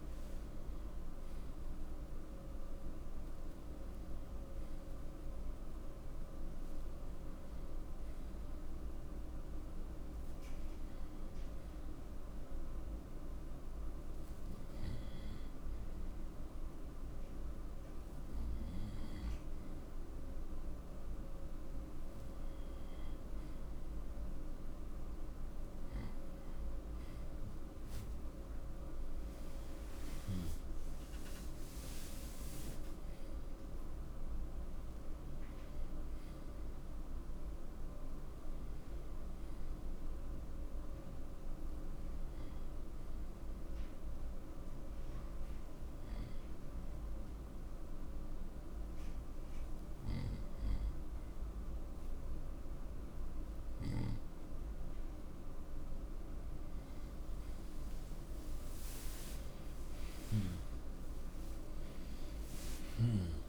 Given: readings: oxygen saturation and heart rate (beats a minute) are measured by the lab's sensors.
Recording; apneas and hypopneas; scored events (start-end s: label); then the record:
breathing in sleep, hard to hear, by a room microphone; 1
29.00-33.00 s: arousal
43.00-55.50 s: obstructive apnea (oxygen 92% before, 87% lowest, heart rate 62 before, 62 extreme, up 9 after)
58.00-63.00 s: arousal
60.00-63.49 s: new sleep stage, N2 (light sleep)
From the record:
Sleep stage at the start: N1 (lightest sleep); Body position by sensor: on the right side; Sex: male